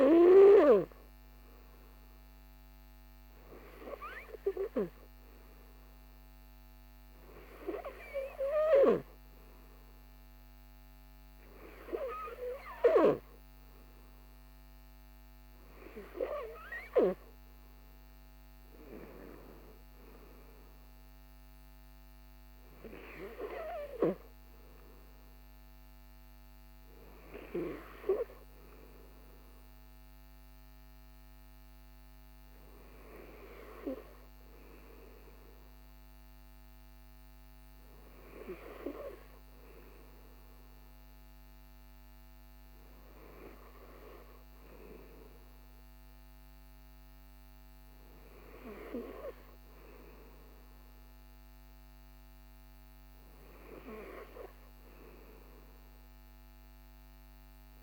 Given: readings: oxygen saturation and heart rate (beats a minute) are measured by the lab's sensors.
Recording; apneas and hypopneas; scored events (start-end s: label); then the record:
breathing in sleep by a microphone on the trachea; none
none scored
From the record:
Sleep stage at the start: N3 (deep sleep); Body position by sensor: on the right side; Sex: male